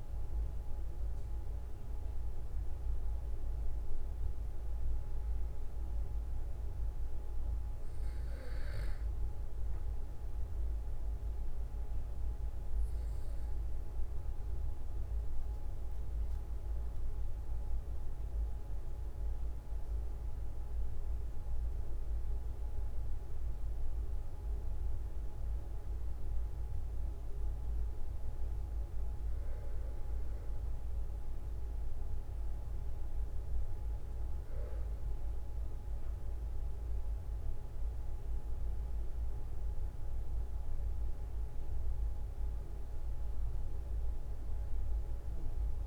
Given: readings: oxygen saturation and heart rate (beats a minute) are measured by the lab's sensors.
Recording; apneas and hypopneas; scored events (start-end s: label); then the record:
breathing in sleep, hard to hear, by a room microphone; 1
11.50-28.00 s: obstructive apnea (oxygen 97% before, 93% lowest, heart rate 45 before, 42 extreme, up 4 after)
30.50-34.50 s: arousal
From the record:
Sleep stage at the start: N2 (light sleep); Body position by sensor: on the back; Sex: male